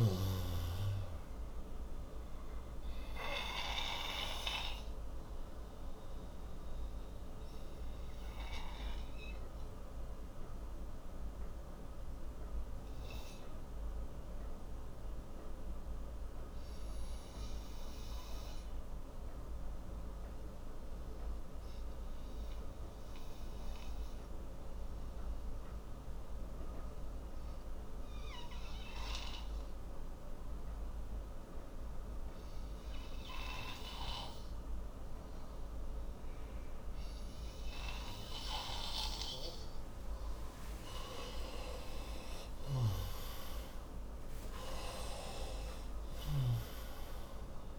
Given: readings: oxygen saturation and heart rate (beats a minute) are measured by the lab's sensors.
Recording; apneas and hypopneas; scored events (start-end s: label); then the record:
breathing in sleep by a room microphone; 1
2.50-26.50 s: oxygen desaturation (device-marked, oxygen 95% before, 87% lowest, heart rate 74 before, 58 extreme)
2.50-39.00 s: obstructive apnea (oxygen 97% before, 87% lowest, heart rate 74 before, 55 extreme, up 11 after)
41.50-46.00 s: arousal
From the record:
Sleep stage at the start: N2 (light sleep); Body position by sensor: on the right side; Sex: male